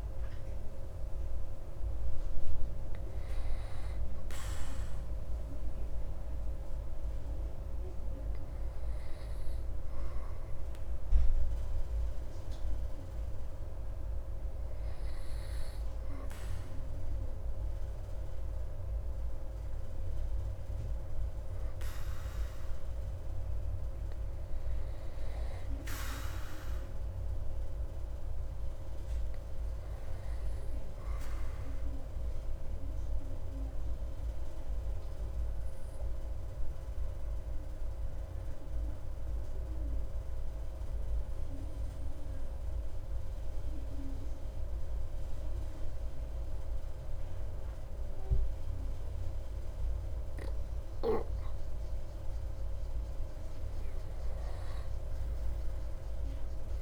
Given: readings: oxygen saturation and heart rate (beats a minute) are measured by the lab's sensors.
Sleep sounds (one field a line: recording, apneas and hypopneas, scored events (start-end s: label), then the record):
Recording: breathing in sleep, hard to hear, by a room microphone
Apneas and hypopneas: 2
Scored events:
0.00-2.50 s: oxygen desaturation (device-marked, oxygen 87% lowest)
4.00-18.50 s: hypopnea (oxygen 98% before, 92% lowest)
21.00-25.00 s: arousal
34.00-52.50 s: obstructive apnea (oxygen 99% before, 91% lowest)
55.50-56.82 s: oxygen desaturation (device-marked, oxygen 97% before, 91% lowest)
From the record:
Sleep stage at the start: N2 (light sleep)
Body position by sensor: on the back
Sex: male